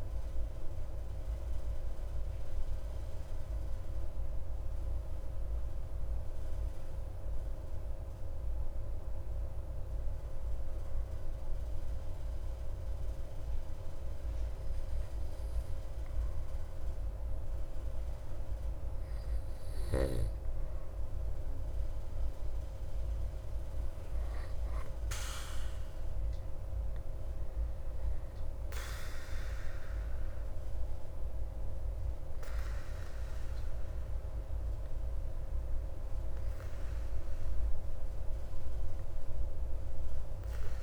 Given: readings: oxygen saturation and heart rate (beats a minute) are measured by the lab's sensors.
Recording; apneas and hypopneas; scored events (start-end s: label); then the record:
breathing in sleep, hard to hear, by a room microphone; 1
5.50-20.50 s: obstructive apnea (oxygen 97% before, 95% lowest)
24.00-27.50 s: arousal
From the record:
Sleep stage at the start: N2 (light sleep); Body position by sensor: on the back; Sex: male